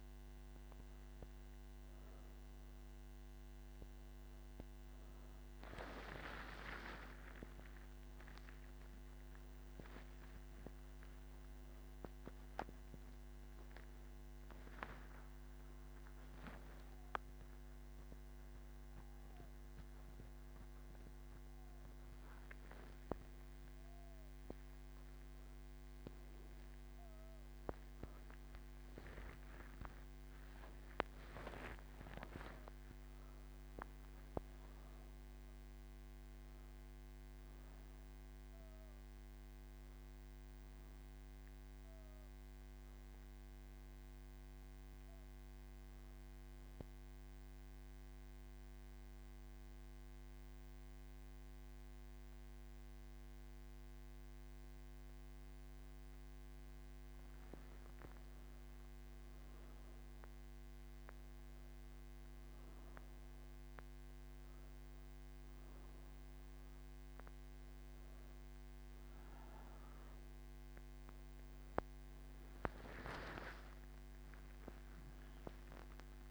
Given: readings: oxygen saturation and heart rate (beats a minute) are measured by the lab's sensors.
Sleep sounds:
breathing in sleep by a microphone on the trachea; 1
46.00-58.00 s: hypopnea (oxygen 97% before, 94% lowest)
From the record:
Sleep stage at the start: N2 (light sleep); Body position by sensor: on the back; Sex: female

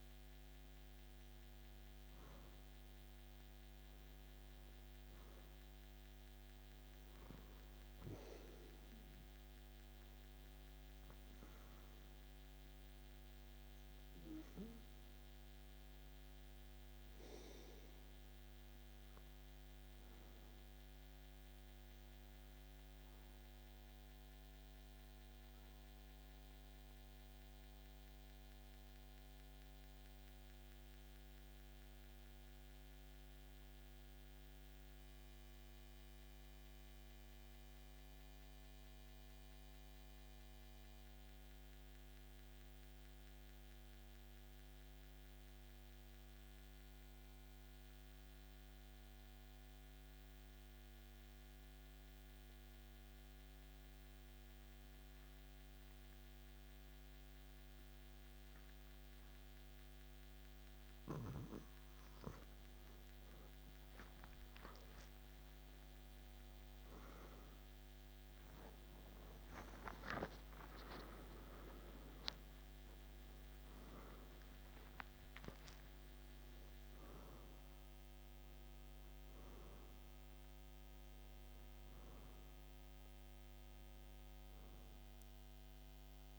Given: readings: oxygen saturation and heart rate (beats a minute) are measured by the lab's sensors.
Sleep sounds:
breathing in sleep by a microphone on the trachea; 1
3.00-41.00 s: oxygen desaturation (device-marked, oxygen 98% before, 91% lowest, heart rate 54 before, 52 extreme)
21.50-61.00 s: mixed apnea (oxygen 98% before, 86% lowest, heart rate 55 before, 52 extreme, up 4 after)
63.00-68.50 s: arousal
65.00-86.39 s: oxygen desaturation (device-marked, oxygen 95% before, 86% lowest, heart rate 54 before, 51 extreme)
From the record:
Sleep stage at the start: REM sleep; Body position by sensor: on the back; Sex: male

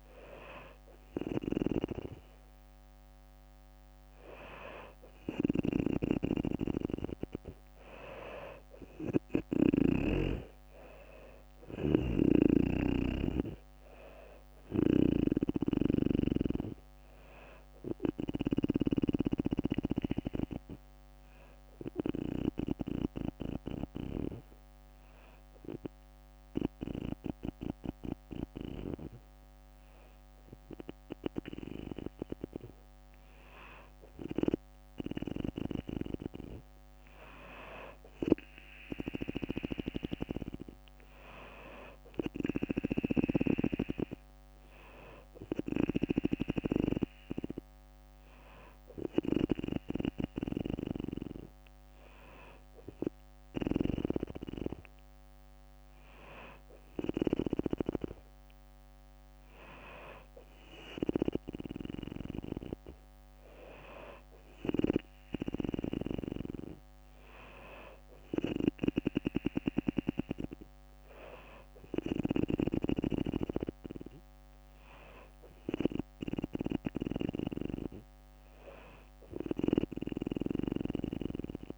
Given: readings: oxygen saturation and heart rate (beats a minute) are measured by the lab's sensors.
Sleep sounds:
breathing in sleep by a microphone on the trachea; 1
9.00-12.50 s: arousal
10.00-23.00 s: drop in pulse transit time (device-marked, heart rate 62 before, 62 extreme)
11.00-18.00 s: snoring (device-marked)
21.00-32.50 s: hypopnea (oxygen 97% before, 94% lowest, heart rate 65 before, 60 extreme, up 2 after)
34.00-36.50 s: arousal
40.00-52.00 s: oxygen desaturation (device-marked, oxygen 97% before, 94% lowest, heart rate 61 before, 62 extreme)
42.00-46.00 s: snoring (device-marked)
From the record:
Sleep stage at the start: N2 (light sleep); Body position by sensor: on the back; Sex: female

